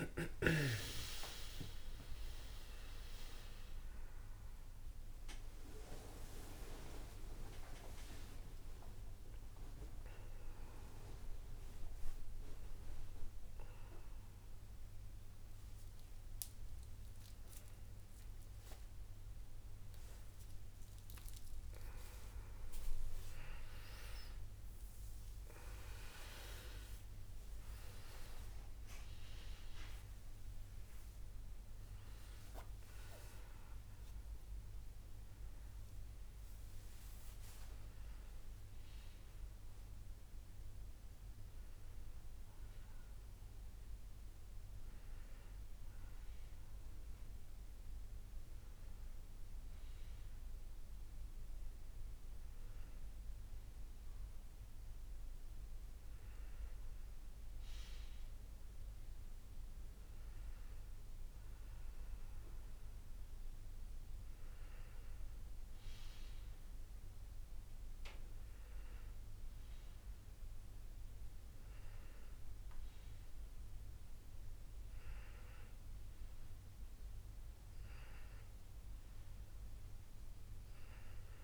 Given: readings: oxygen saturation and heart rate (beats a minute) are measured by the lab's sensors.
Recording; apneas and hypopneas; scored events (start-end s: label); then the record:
a person awake in a sleep study, by a room microphone; none
79.00-81.44 s: new sleep stage, N1 (lightest sleep)
From the record:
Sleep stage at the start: awake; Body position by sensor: on the back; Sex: male